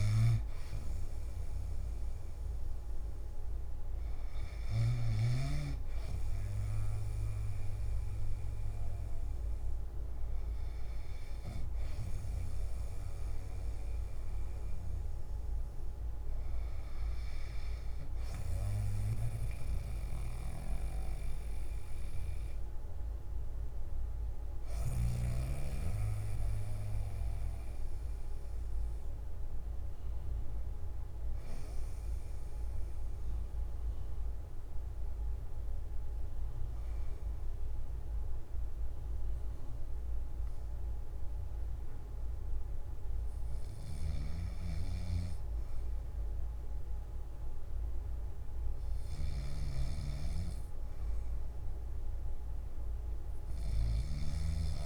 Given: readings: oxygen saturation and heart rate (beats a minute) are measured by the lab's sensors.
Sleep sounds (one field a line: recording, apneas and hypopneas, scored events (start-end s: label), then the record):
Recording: breathing in sleep by a room microphone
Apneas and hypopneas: none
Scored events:
0.00-21.00 s: oxygen desaturation (device-marked, oxygen 87% lowest, heart rate 65 extreme)
From the record:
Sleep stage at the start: N3 (deep sleep)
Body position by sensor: on the back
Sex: male